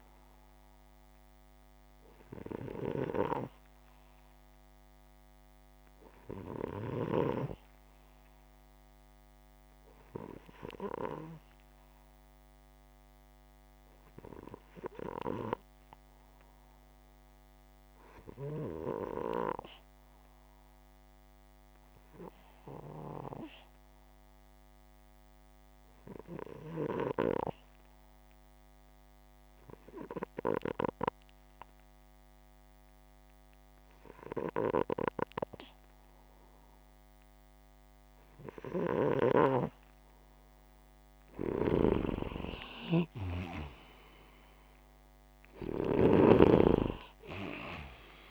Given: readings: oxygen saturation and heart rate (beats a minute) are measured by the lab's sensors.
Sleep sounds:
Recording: breathing in sleep by a microphone on the trachea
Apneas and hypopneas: 1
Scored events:
17.00-39.00 s: hypopnea (oxygen 95% before, 91% lowest, heart rate 106 before, 38 extreme, up 0 after)
38.50-48.31 s: snoring (device-marked)
42.00-45.00 s: arousal
From the record:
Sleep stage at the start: N2 (light sleep)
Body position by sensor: upright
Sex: male

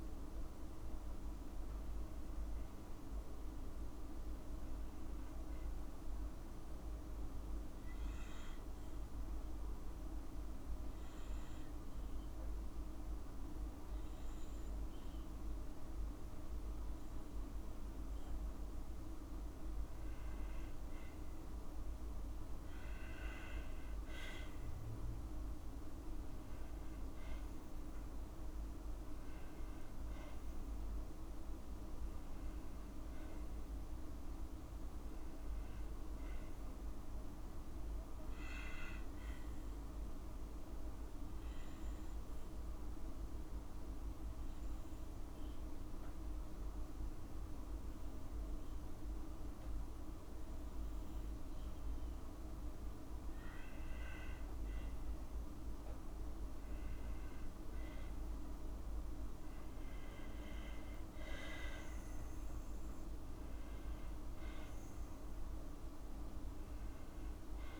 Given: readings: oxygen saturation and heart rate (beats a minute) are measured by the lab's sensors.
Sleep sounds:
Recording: breathing in sleep, hard to hear, by a room microphone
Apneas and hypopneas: none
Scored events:
27.00-31.00 s: arousal
28.50-30.50 s: long interval between heartbeats (device-marked, heart rate 54 before, 64 extreme)
From the record:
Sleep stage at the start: N2 (light sleep)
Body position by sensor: on the back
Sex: female

